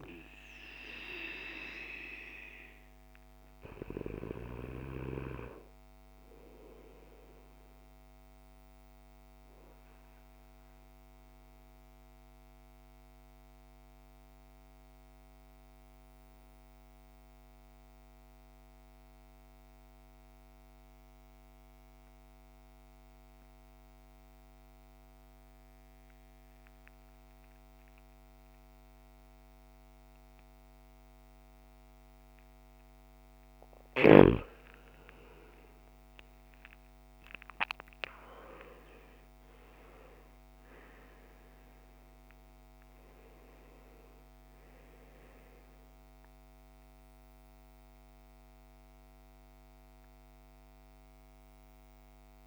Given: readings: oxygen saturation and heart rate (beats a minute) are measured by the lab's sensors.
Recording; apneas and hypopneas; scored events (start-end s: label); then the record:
breathing in sleep by a microphone on the trachea; 1
0.00-20.00 s: oxygen desaturation (device-marked, oxygen 87% lowest, heart rate 52 extreme)
11.50-33.50 s: mixed apnea (oxygen 98% before, 84% lowest, heart rate 61 before, 52 extreme, up 16 after)
30.00-52.47 s: oxygen desaturation (device-marked, oxygen 98% before, 84% lowest, heart rate 55 before, 52 extreme)
35.00-37.50 s: arousal
From the record:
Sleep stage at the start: N2 (light sleep); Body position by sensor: on the back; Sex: male